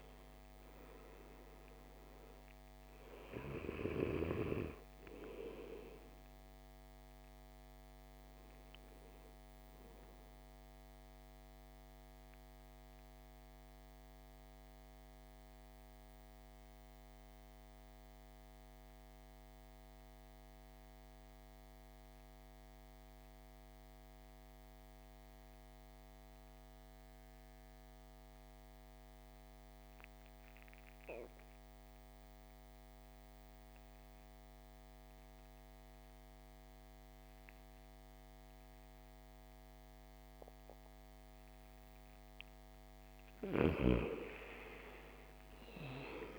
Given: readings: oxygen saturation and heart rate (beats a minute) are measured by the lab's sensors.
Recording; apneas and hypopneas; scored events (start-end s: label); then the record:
breathing in sleep by a microphone on the trachea; 1
0.00-26.50 s: oxygen desaturation (device-marked, oxygen 79% lowest, heart rate 52 extreme)
10.50-42.00 s: mixed apnea (oxygen 99% before, 75% lowest, heart rate 62 before, 52 extreme, up 17 after)
41.50-46.39 s: oxygen desaturation (device-marked, oxygen 98% before, 75% lowest, heart rate 57 before, 52 extreme)
45.00-46.39 s: arousal
From the record:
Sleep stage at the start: N2 (light sleep); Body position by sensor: on the back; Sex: male